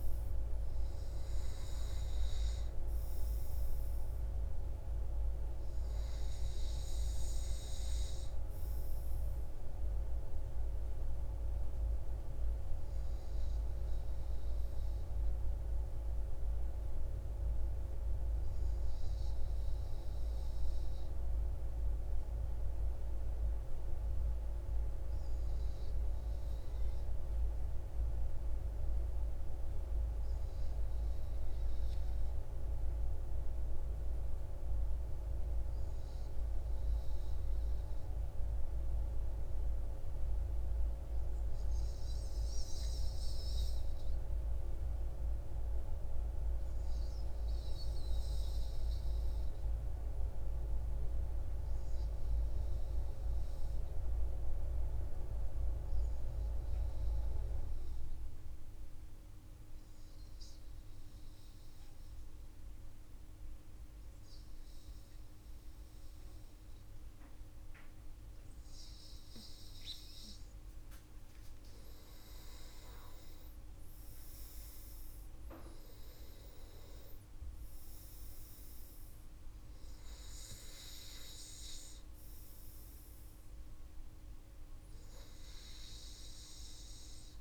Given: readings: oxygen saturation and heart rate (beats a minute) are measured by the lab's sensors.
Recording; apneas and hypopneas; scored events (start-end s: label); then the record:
breathing in sleep by a room microphone; 1
24.50-70.00 s: obstructive apnea (oxygen 98% before, 94% lowest, heart rate 60 before, 57 extreme, up 8 after)
72.00-76.50 s: arousal
From the record:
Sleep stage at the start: REM sleep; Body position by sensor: on the front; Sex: male